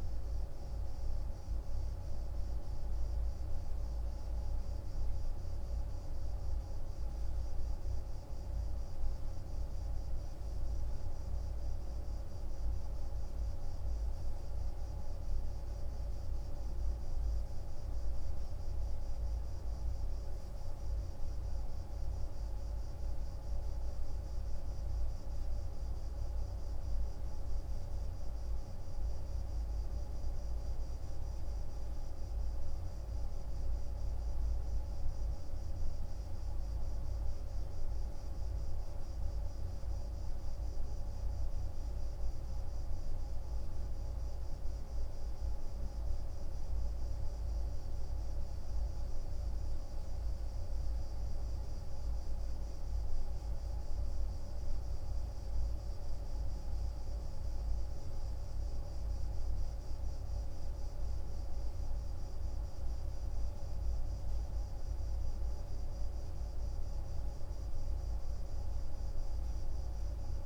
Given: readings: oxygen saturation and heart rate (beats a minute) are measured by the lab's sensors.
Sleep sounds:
breathing in sleep, hard to hear, by a room microphone; none
42.00-70.46 s: new sleep stage, N3 (deep sleep)
From the record:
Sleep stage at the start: N2 (light sleep); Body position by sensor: on the right side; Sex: male

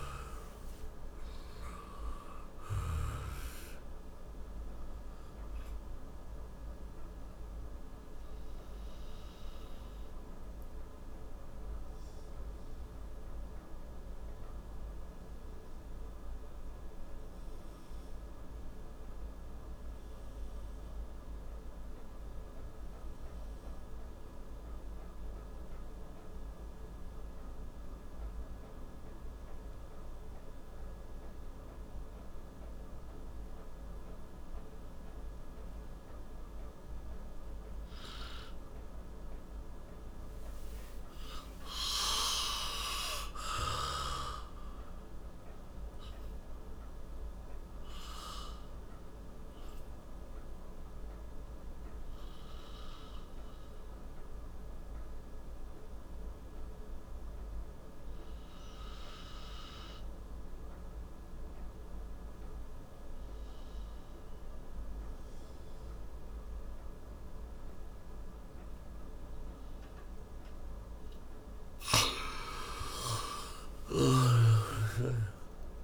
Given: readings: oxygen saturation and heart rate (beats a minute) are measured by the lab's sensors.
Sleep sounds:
breathing in sleep by a room microphone; 2
0.00-24.50 s: oxygen desaturation (device-marked, oxygen 90% lowest, heart rate 56 extreme)
8.50-39.00 s: obstructive apnea (oxygen 98% before, 89% lowest, heart rate 67 before, 56 extreme, up 10 after)
41.50-44.50 s: arousal
41.50-75.50 s: oxygen desaturation (device-marked, oxygen 97% before, 89% lowest, heart rate 61 before, 55 extreme)
49.50-69.00 s: obstructive apnea (oxygen 97% before, 89% lowest, heart rate 65 before, 57 extreme, up 9 after)
72.50-75.84 s: arousal
From the record:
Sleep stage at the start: N2 (light sleep); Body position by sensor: on the back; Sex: male

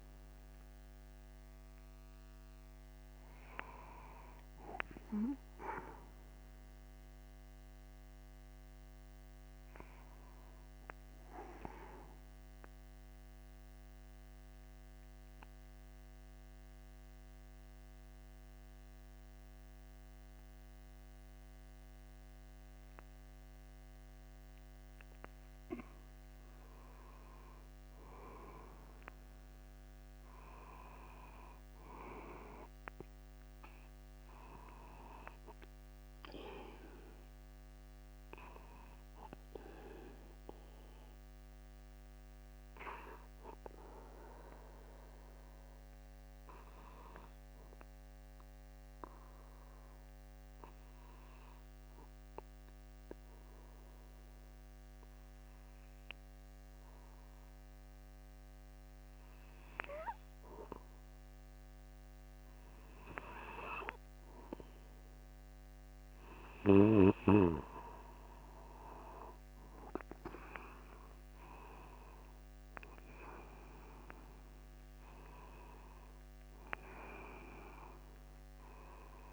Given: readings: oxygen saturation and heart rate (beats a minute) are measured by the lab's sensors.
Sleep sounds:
breathing in sleep by a microphone on the trachea; 2
13.00-26.00 s: mixed apnea (oxygen 98% before, 95% lowest, heart rate 63 before, 49 extreme, up 1 after)
24.50-79.33 s: new sleep stage, N2 (light sleep)
27.50-31.50 s: arousal
41.50-62.50 s: obstructive apnea (oxygen 98% before, 95% lowest, heart rate 50 before, 50 extreme, up 9 after)
67.00-69.00 s: long interval between heartbeats (device-marked, heart rate 51 before, 58 extreme)
69.00-73.50 s: arousal
From the record:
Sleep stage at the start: N1 (lightest sleep); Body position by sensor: upright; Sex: male

